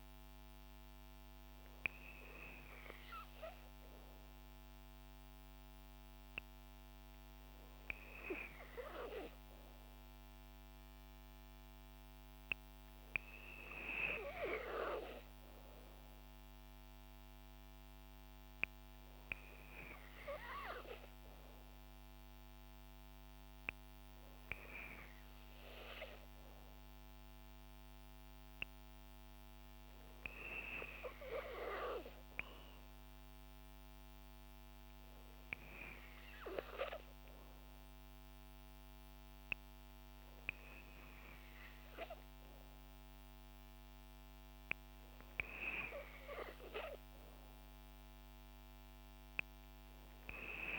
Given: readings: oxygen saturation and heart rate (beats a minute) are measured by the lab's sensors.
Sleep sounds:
breathing in sleep by a microphone on the trachea; none
none scored
From the record:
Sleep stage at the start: N2 (light sleep); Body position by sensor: on the back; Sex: female

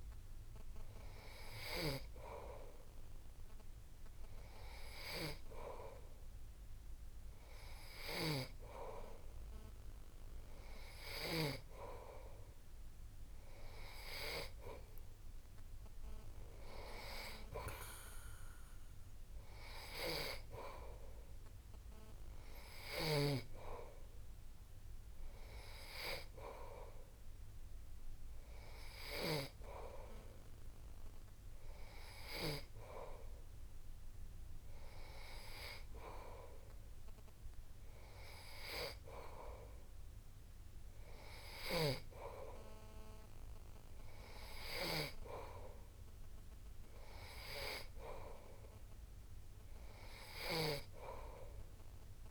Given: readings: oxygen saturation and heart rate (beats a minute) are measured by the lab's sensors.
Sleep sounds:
breathing in sleep by a room microphone; none
8.00-11.50 s: snoring (device-marked)
From the record:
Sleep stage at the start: N3 (deep sleep); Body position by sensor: on the back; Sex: male

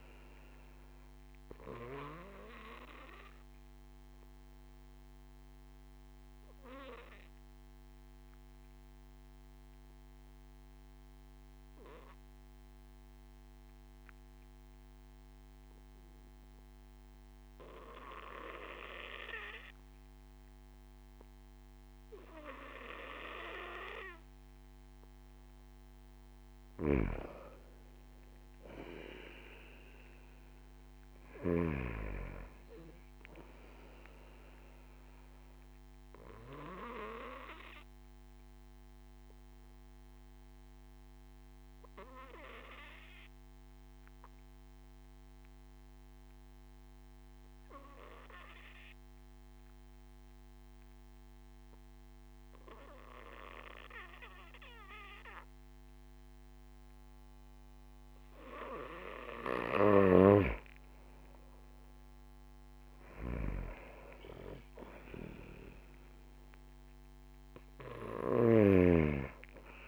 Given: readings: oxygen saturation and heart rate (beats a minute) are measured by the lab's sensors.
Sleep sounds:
breathing in sleep by a microphone on the trachea; 2
0.00-15.50 s: oxygen desaturation (device-marked, oxygen 91% lowest)
3.00-25.00 s: obstructive apnea (oxygen 97% before, 91% lowest)
27.00-30.00 s: arousal
27.00-32.00 s: snoring (device-marked)
28.50-48.50 s: oxygen desaturation (device-marked, oxygen 97% before, 92% lowest)
37.50-59.50 s: obstructive apnea (oxygen 98% before, 92% lowest)
60.50-69.88 s: oxygen desaturation (device-marked, oxygen 97% before, 92% lowest)
62.00-66.50 s: arousal
From the record:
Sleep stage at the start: N2 (light sleep); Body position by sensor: on the back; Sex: male

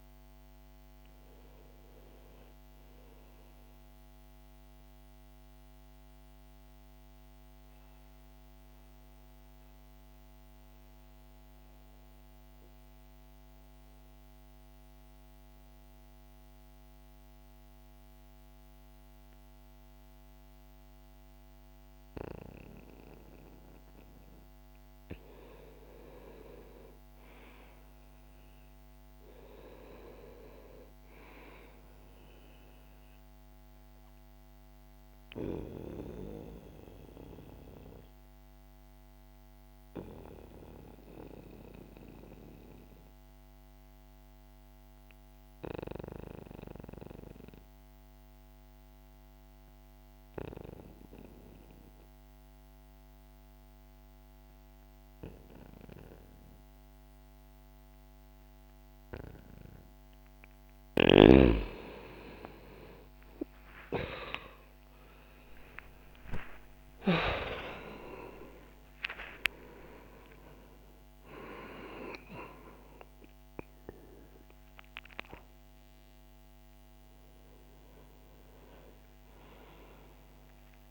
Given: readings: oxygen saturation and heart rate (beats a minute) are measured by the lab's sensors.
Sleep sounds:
breathing in sleep by a microphone on the trachea; 2
0.00-22.50 s: oxygen desaturation (device-marked, oxygen 86% lowest, heart rate 61 extreme)
4.50-24.00 s: mixed apnea (oxygen 98% before, 86% lowest, heart rate 64 before, 61 extreme, up 3 after)
26.00-29.50 s: arousal
34.50-55.50 s: oxygen desaturation (device-marked, oxygen 97% before, 90% lowest, heart rate 63 before, 62 extreme)
34.50-59.00 s: obstructive apnea (oxygen 97% before, 86% lowest, heart rate 63 before, 62 extreme)
61.50-69.50 s: oxygen desaturation (device-marked, oxygen 95% before, 89% lowest, heart rate 65 before, 69 extreme)
63.50-80.91 s: new sleep stage, awake
75.50-80.91 s: oxygen desaturation (device-marked, oxygen 91% before, 86% lowest, heart rate 118 before, 60 extreme)
From the record:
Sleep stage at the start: N2 (light sleep); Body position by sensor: on the back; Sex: male

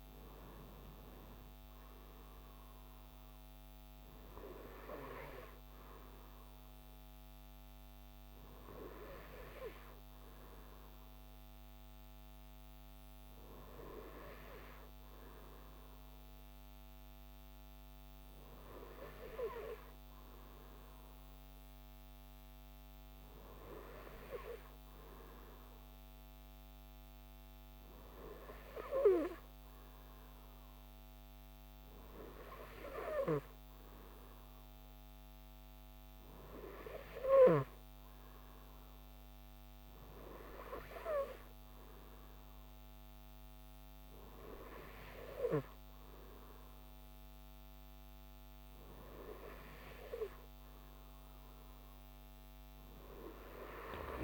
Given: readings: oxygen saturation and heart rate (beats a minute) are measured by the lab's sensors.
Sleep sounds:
breathing in sleep by a microphone on the trachea; none
none scored
From the record:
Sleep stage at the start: N2 (light sleep); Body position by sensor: on the right side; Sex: male

